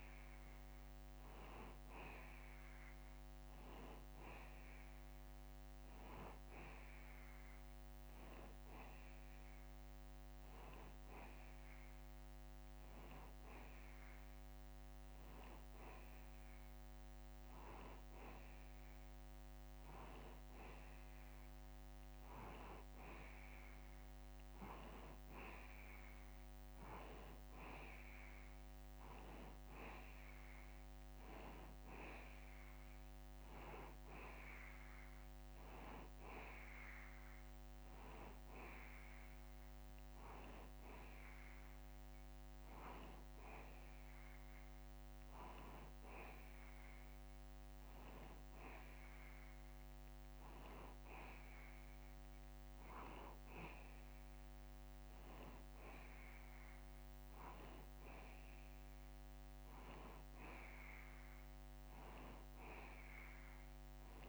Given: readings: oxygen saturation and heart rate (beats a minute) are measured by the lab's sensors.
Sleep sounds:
breathing in sleep by a microphone on the trachea; none
none scored
From the record:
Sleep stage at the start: N2 (light sleep); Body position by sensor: on the back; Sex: male

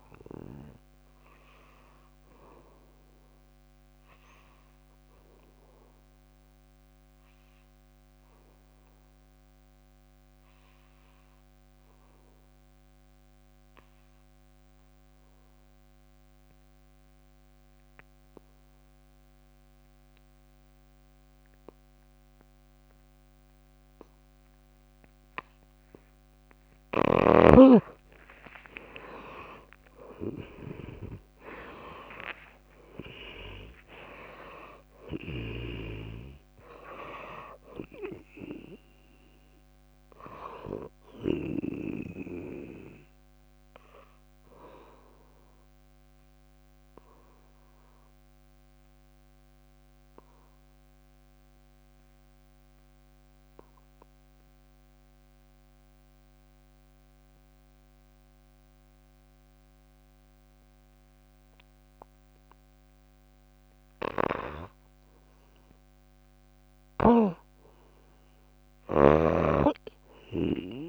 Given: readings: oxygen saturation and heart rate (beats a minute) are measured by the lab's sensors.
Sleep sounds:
breathing in sleep by a microphone on the trachea; 2
0.00-2.00 s: drop in pulse transit time (device-marked, heart rate 62 extreme)
0.00-15.00 s: oxygen desaturation (device-marked, oxygen 80% lowest, heart rate 57 extreme)
5.50-26.50 s: obstructive apnea (oxygen 98% before, 81% lowest, heart rate 79 before, 53 extreme)
18.00-29.00 s: drop in pulse transit time (device-marked, heart rate 65 before, 59 extreme)
27.00-35.50 s: snoring (device-marked)
28.00-33.00 s: arousal
28.00-34.00 s: tachycardia (device-marked, heart rate 65 before, 125 extreme)
32.00-34.00 s: long interval between heartbeats (device-marked, heart rate 65 before, 119 extreme)
34.00-53.00 s: oxygen desaturation (device-marked, oxygen 98% before, 81% lowest, heart rate 72 before, 53 extreme)
47.00-65.50 s: obstructive apnea (oxygen 99% before, 84% lowest, heart rate 83 before, 57 extreme, up 5 after)
64.00-69.50 s: snoring (device-marked)
66.00-70.89 s: oxygen desaturation (device-marked, oxygen 99% before, 85% lowest, heart rate 57 before, 57 extreme)
68.00-70.89 s: arousal
From the record:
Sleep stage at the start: N2 (light sleep); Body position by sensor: on the back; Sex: female

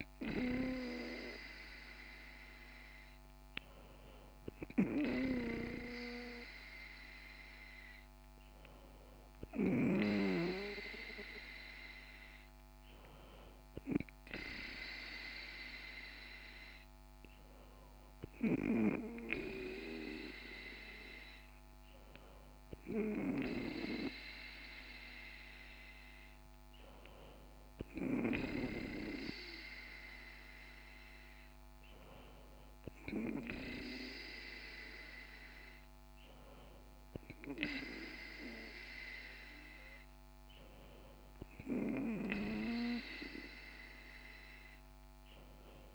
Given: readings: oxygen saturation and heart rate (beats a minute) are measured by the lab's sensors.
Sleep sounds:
breathing in sleep by a microphone on the trachea; none
none scored
From the record:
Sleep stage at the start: N2 (light sleep); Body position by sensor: on the back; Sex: female

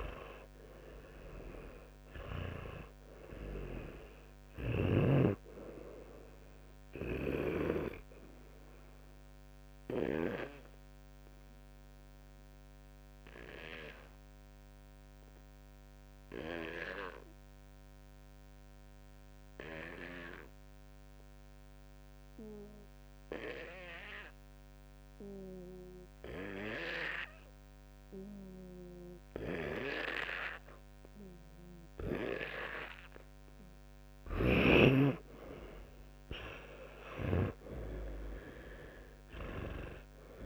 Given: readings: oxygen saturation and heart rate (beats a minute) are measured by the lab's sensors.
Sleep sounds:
breathing in sleep by a microphone on the trachea; 1
9.00-33.00 s: oxygen desaturation (device-marked, oxygen 98% before, 90% lowest, heart rate 71 before, 58 extreme)
9.00-33.50 s: obstructive apnea (oxygen 98% before, 89% lowest, heart rate 71 before, 58 extreme)
34.00-40.46 s: snoring (device-marked)
34.50-39.00 s: arousal
From the record:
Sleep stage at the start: N2 (light sleep); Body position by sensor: on the back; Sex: male

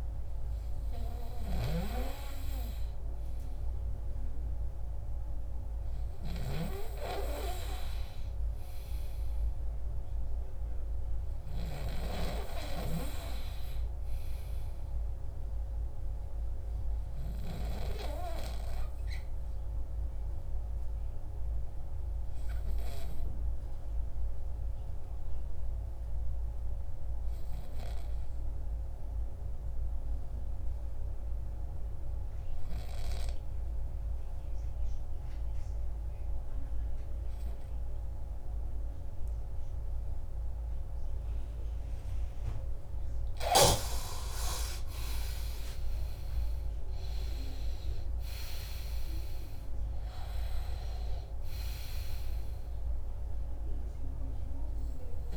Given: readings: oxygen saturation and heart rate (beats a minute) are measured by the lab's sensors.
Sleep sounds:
breathing in sleep by a room microphone; 1
14.50-43.00 s: obstructive apnea (oxygen 98% before, 89% lowest, heart rate 62 before, 60 extreme, up 18 after)
40.50-55.37 s: oxygen desaturation (device-marked, oxygen 96% before, 89% lowest, heart rate 63 before, 53 extreme)
44.50-49.50 s: arousal
From the record:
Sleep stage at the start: N2 (light sleep); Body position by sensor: on the back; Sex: male

